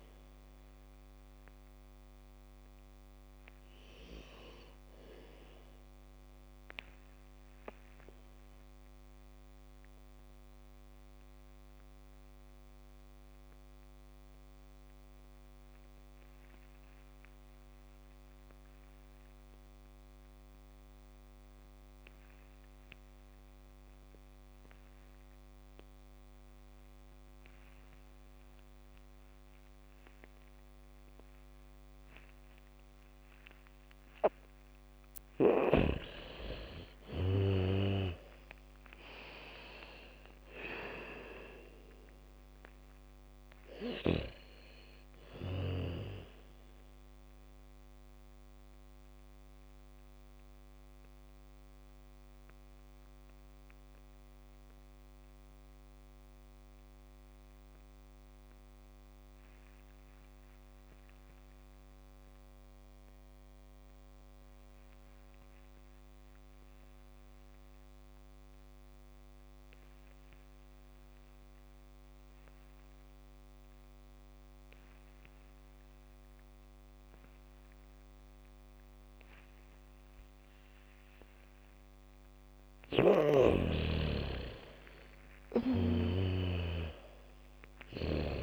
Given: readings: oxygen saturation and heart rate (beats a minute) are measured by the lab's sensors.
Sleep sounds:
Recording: breathing in sleep by a microphone on the trachea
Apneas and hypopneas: 2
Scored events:
0.00-15.50 s: oxygen desaturation (device-marked, oxygen 78% lowest, heart rate 46 extreme)
5.50-35.00 s: mixed apnea (oxygen 96% before, 77% lowest, heart rate 74 before, 46 extreme, up 7 after)
27.50-63.50 s: oxygen desaturation (device-marked, oxygen 98% before, 77% lowest, heart rate 76 before, 46 extreme)
28.50-39.50 s: bradycardia (device-marked, heart rate 71 before, 46 extreme)
36.50-40.00 s: arousal
48.50-83.00 s: mixed apnea (oxygen 98% before, 75% lowest, heart rate 60 before, 51 extreme, up 14 after)
69.50-88.42 s: oxygen desaturation (device-marked, oxygen 99% before, 75% lowest, heart rate 80 before, 43 extreme)
74.50-85.50 s: bradycardia (device-marked, heart rate 71 before, 56 extreme)
84.50-88.00 s: arousal
From the record:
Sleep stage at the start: N2 (light sleep)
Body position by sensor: on the back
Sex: female

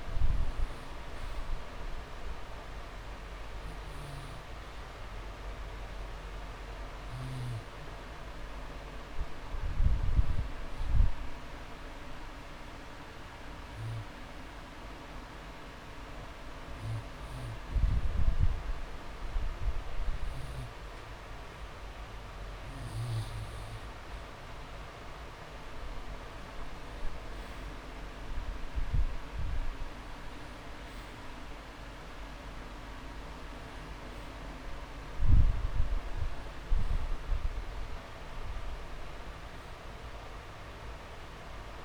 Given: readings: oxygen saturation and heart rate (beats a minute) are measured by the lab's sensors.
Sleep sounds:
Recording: breathing in sleep, hard to hear, by a room microphone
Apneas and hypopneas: 1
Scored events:
3.50-20.50 s: oxygen desaturation (device-marked, oxygen 98% before, 94% lowest)
10.00-21.00 s: obstructive apnea (oxygen 98% before, 94% lowest)
21.50-25.00 s: arousal
36.50-38.50 s: long interval between heartbeats (device-marked)
From the record:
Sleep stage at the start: N2 (light sleep)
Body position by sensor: on the back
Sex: male

